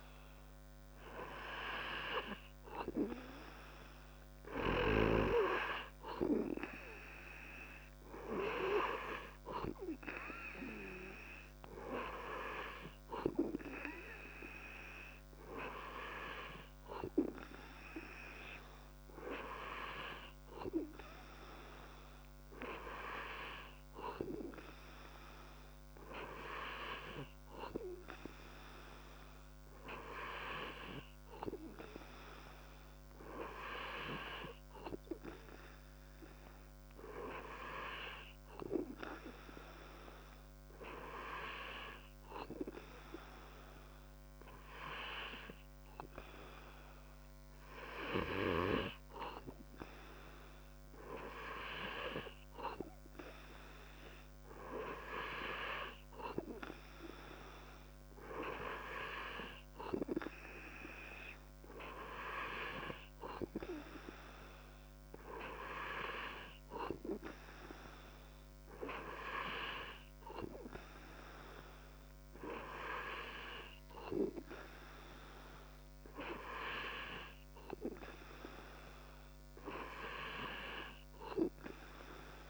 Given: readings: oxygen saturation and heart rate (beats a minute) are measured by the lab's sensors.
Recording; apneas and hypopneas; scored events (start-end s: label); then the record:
breathing in sleep by a microphone on the trachea; none
none scored
From the record:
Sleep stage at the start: N2 (light sleep); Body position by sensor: on the back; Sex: male